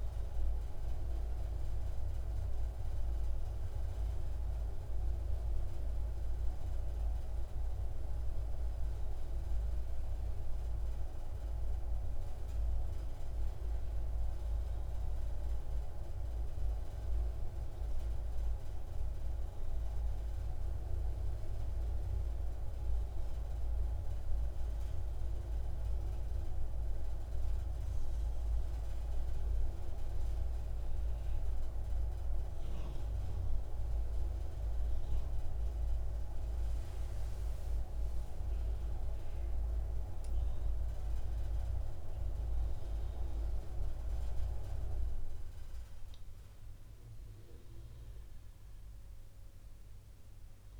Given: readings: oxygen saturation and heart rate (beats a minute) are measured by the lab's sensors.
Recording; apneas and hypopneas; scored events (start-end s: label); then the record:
breathing in sleep by a room microphone; none
2.00-8.00 s: oxygen desaturation (device-marked, oxygen 94% before, 91% lowest, heart rate 64 before, 60 extreme)
From the record:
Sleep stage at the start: N2 (light sleep); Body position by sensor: on the right side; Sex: female